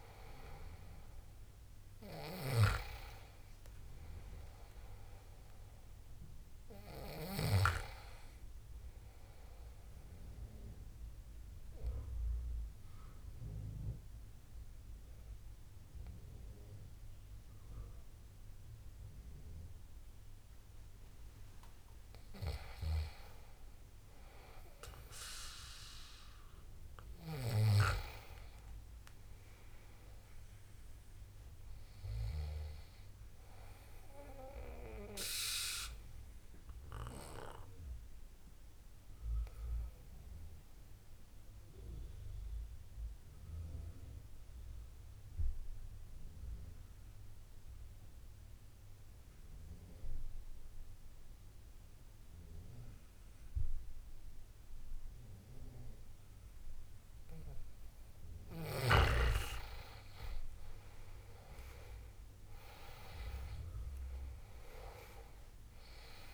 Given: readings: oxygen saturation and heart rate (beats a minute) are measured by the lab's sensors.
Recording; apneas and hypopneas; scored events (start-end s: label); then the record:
breathing in sleep by a room microphone; 2
11.50-22.50 s: obstructive apnea (oxygen 97% before, 89% lowest, heart rate 76 before, 70 extreme, up 7 after)
24.50-27.50 s: arousal
37.50-57.00 s: obstructive apnea (oxygen 97% before, 86% lowest, heart rate 77 before, 71 extreme, up 10 after)
59.00-62.00 s: arousal
59.00-66.33 s: oxygen desaturation (device-marked, oxygen 97% before, 86% lowest, heart rate 72 before, 68 extreme)
From the record:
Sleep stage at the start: N2 (light sleep); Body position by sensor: on the back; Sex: male